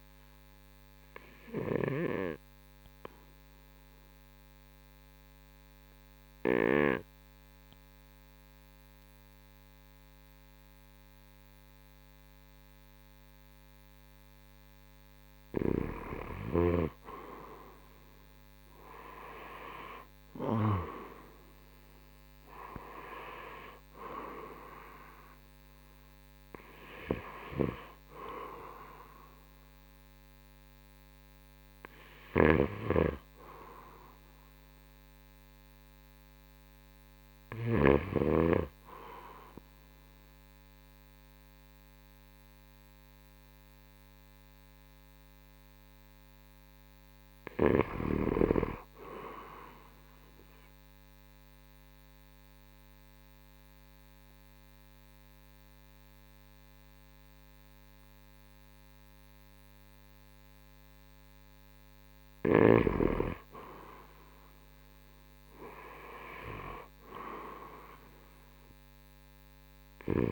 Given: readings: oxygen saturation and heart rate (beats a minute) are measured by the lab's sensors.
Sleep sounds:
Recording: breathing in sleep by a microphone on the trachea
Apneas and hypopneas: 2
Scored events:
0.00-7.00 s: drop in pulse transit time (device-marked, heart rate 68 extreme)
0.50-15.50 s: obstructive apnea (oxygen 97% before, 88% lowest, heart rate 71 before, 58 extreme, up 20 after)
3.00-21.00 s: oxygen desaturation (device-marked, oxygen 95% before, 91% lowest, heart rate 71 before, 58 extreme)
17.50-20.00 s: arousal
21.00-36.00 s: drop in pulse transit time (device-marked, heart rate 67 before, 65 extreme)
29.00-43.00 s: oxygen desaturation (device-marked, oxygen 94% before, 88% lowest, heart rate 68 before, 65 extreme)
32.00-38.00 s: snoring (device-marked)
44.50-47.50 s: arousal
50.00-61.00 s: obstructive apnea (oxygen 98% before, 89% lowest, heart rate 71 before, 64 extreme, up 22 after)
51.00-62.00 s: drop in pulse transit time (device-marked, heart rate 71 before, 68 extreme)
61.00-68.00 s: oxygen desaturation (device-marked, oxygen 96% before, 92% lowest, heart rate 75 before, 64 extreme)
64.50-69.00 s: arousal
From the record:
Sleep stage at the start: N2 (light sleep)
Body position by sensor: on the right side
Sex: male

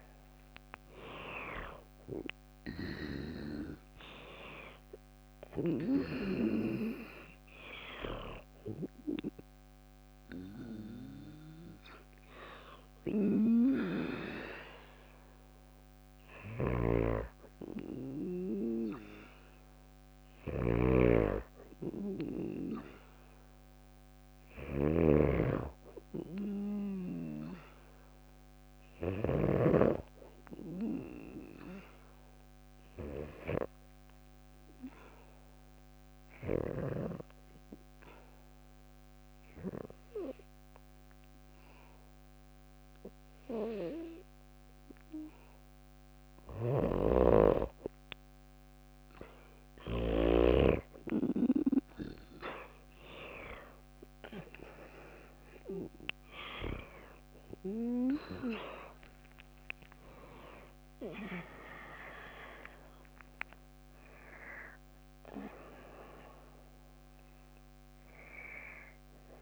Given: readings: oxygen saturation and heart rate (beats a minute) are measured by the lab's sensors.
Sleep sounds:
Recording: breathing in sleep by a microphone on the trachea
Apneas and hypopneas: 1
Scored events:
0.00-1.50 s: arousal
3.50-23.50 s: oxygen desaturation (device-marked, oxygen 98% before, 89% lowest, heart rate 57 before, 57 extreme)
15.50-28.50 s: snoring (device-marked)
33.00-44.00 s: obstructive apnea (oxygen 98% before, 92% lowest, heart rate 58 before, 58 extreme, up 2 after)
45.50-49.50 s: snoring (device-marked)
52.00-57.00 s: arousal
54.50-69.42 s: oxygen desaturation (device-marked, oxygen 96% before, 92% lowest, heart rate 59 before, 55 extreme)
62.50-69.42 s: new sleep stage, N1 (lightest sleep)
From the record:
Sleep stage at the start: N2 (light sleep)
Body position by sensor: on the back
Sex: female

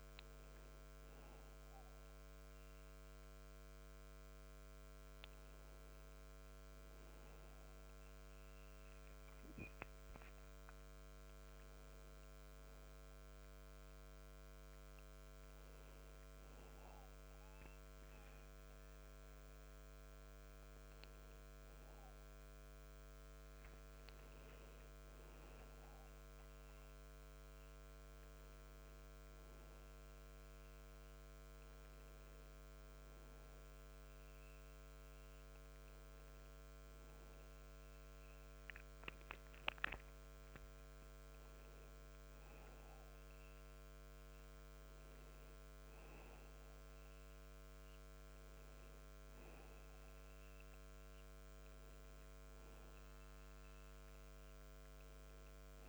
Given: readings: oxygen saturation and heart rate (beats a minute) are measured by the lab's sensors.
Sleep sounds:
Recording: breathing in sleep, hard to hear, by a microphone on the trachea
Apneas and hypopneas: none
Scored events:
0.00-19.50 s: oxygen desaturation (device-marked, oxygen 91% lowest, heart rate 30 extreme)
From the record:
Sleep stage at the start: N2 (light sleep)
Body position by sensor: on the back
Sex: male

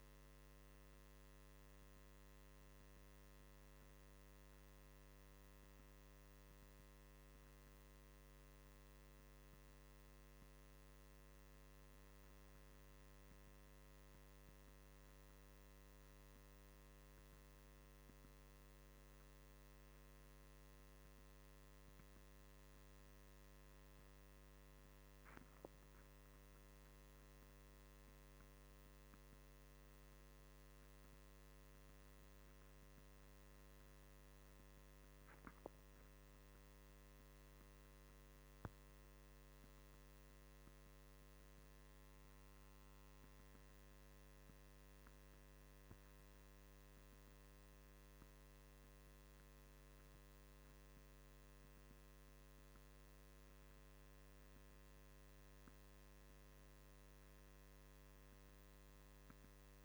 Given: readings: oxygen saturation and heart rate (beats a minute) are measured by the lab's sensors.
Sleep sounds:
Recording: breathing in sleep, hard to hear, by a microphone on the trachea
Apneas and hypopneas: none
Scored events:
52.00-59.85 s: new sleep stage, awake
From the record:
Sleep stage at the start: N2 (light sleep)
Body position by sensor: on the right side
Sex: male

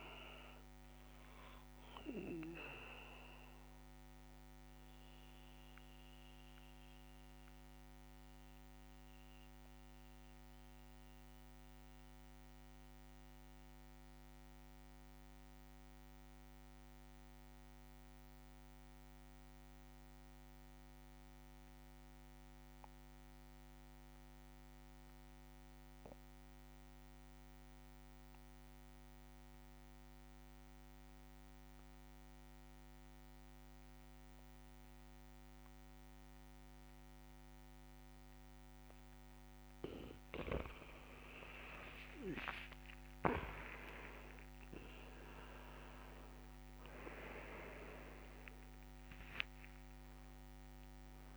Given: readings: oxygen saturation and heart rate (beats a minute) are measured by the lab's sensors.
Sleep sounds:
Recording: breathing in sleep by a microphone on the trachea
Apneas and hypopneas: 1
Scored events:
0.00-20.00 s: oxygen desaturation (device-marked, oxygen 80% lowest)
4.00-38.50 s: mixed apnea (oxygen 98% before, 80% lowest)
31.00-51.37 s: oxygen desaturation (device-marked, oxygen 99% before, 83% lowest)
42.50-48.50 s: arousal
From the record:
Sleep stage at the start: N2 (light sleep)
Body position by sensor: on the back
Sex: male

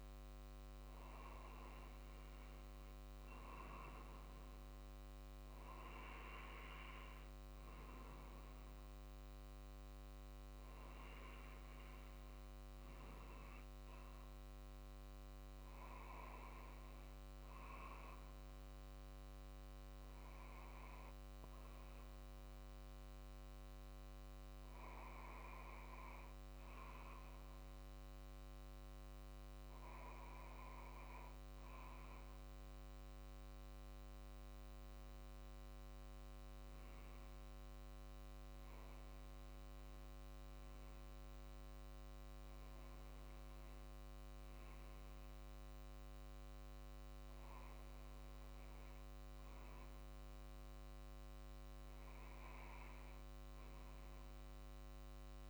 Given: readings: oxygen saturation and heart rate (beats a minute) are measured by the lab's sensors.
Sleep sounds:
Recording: breathing in sleep, hard to hear, by a microphone on the trachea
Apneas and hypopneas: 1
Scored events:
10.00-14.00 s: arousal
17.50-34.00 s: hypopnea (oxygen 95% before, 92% lowest, heart rate 47 before, 46 extreme, up 1 after)
34.00-37.50 s: arousal
41.00-55.50 s: drop in pulse transit time (device-marked, heart rate 47 before, 47 extreme)
From the record:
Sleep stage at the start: N2 (light sleep)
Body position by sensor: on the back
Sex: male

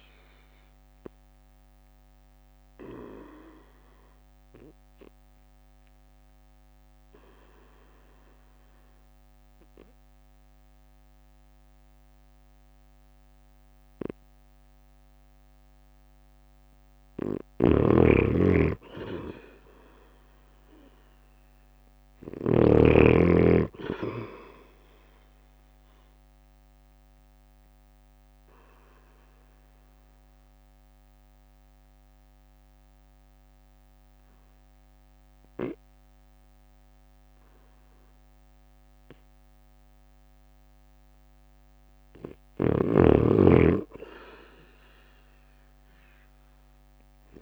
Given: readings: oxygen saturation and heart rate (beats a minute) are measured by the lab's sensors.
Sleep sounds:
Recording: breathing in sleep by a microphone on the trachea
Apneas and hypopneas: 2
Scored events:
0.00-9.50 s: drop in pulse transit time (device-marked, heart rate 51 extreme)
0.00-19.50 s: oxygen desaturation (device-marked, oxygen 92% lowest, heart rate 51 extreme)
1.00-16.00 s: obstructive apnea (oxygen 97% before, 92% lowest, heart rate 54 before, 51 extreme, up 8 after)
17.00-22.50 s: snoring (device-marked)
18.50-22.00 s: arousal
21.50-42.50 s: oxygen desaturation (device-marked, oxygen 98% before, 94% lowest, heart rate 54 before, 52 extreme)
22.50-32.50 s: drop in pulse transit time (device-marked, heart rate 54 before, 53 extreme)
25.50-40.50 s: obstructive apnea (oxygen 98% before, 94% lowest, heart rate 54 before, 52 extreme, up 5 after)
42.50-47.42 s: snoring (device-marked)
43.00-46.50 s: arousal
From the record:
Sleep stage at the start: N2 (light sleep)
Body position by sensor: on the right side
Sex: male

